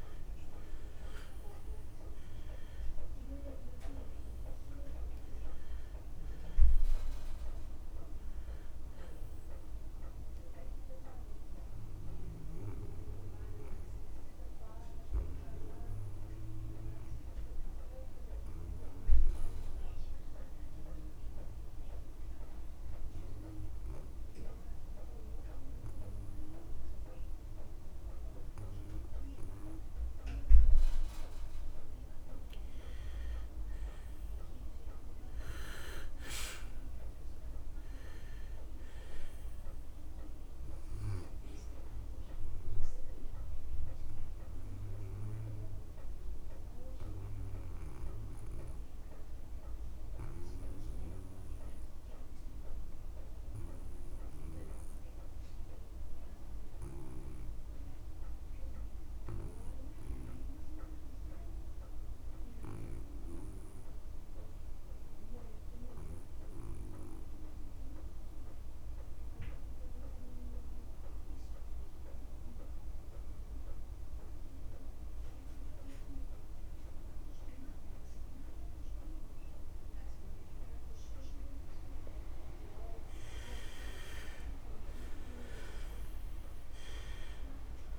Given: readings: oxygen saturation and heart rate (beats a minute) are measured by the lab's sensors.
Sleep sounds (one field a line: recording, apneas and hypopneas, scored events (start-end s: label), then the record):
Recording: breathing in sleep by a room microphone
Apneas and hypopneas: 2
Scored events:
0.00-26.50 s: oxygen desaturation (device-marked, oxygen 83% lowest)
12.50-32.50 s: obstructive apnea (oxygen 95% before, 80% lowest)
35.00-38.50 s: arousal
39.50-62.50 s: oxygen desaturation (device-marked, oxygen 98% before, 89% lowest)
47.50-82.00 s: obstructive apnea (oxygen 98% before, 74% lowest)
74.50-87.99 s: oxygen desaturation (device-marked, oxygen 96% before, 74% lowest)
85.50-87.99 s: arousal
From the record:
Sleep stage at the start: N2 (light sleep)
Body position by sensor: on the back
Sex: male